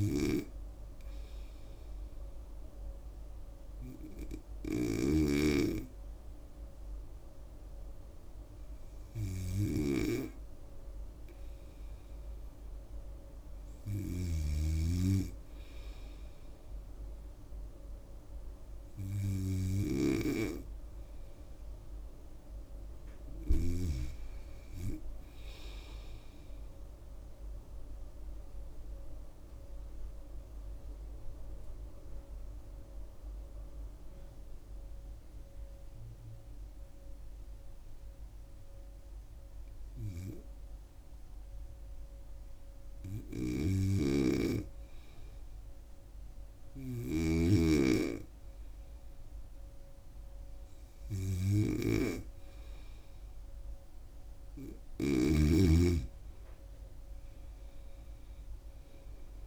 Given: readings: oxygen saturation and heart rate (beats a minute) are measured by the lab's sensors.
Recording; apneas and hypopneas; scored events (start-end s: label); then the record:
breathing in sleep by a room microphone; 1
0.00-14.50 s: snoring (device-marked)
20.50-24.00 s: arousal
28.00-44.50 s: obstructive apnea (oxygen 97% before, 93% lowest, heart rate 78 before, 76 extreme, up 0 after)
44.00-47.50 s: snoring (device-marked)
46.50-49.50 s: arousal
50.00-59.47 s: oxygen desaturation (device-marked, oxygen 97% before, 93% lowest, heart rate 77 before, 75 extreme)
From the record:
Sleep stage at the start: N2 (light sleep); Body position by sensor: on the right side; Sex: female